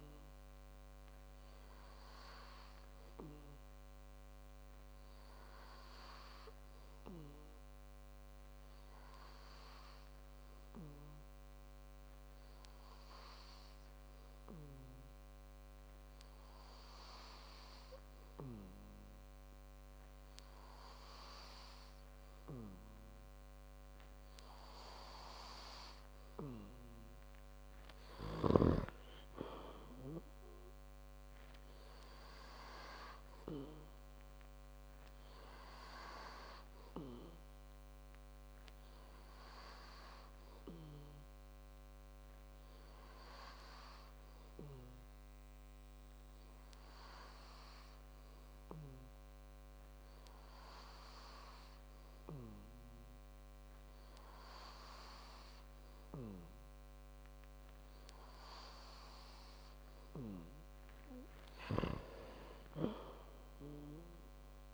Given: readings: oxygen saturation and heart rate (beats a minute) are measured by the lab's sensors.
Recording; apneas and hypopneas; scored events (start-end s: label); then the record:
breathing in sleep by a microphone on the trachea; none
none scored
From the record:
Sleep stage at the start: N2 (light sleep); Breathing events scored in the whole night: 220 in 4.2 hours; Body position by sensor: on the back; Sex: male